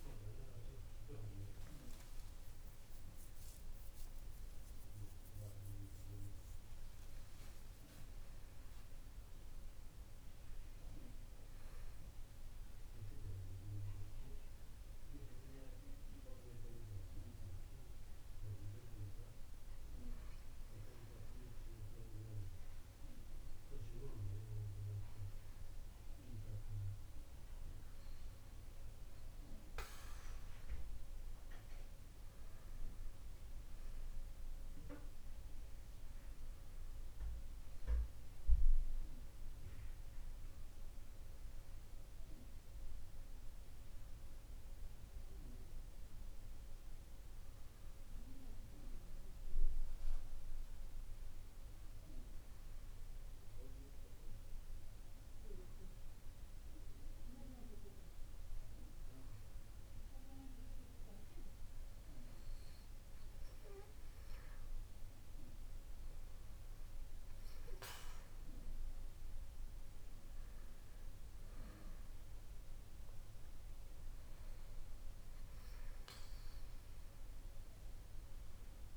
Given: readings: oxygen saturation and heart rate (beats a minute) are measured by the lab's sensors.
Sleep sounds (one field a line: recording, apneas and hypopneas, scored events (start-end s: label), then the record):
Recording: breathing in sleep by a room microphone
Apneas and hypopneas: 1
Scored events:
0.00-2.50 s: arousal
33.00-78.97 s: new sleep stage, N2 (light sleep)
51.50-65.50 s: hypopnea (oxygen 95% before, 92% lowest, heart rate 58 before, 58 extreme, up 1 after)
66.50-70.00 s: arousal
From the record:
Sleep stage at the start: N1 (lightest sleep)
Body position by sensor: on the back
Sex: male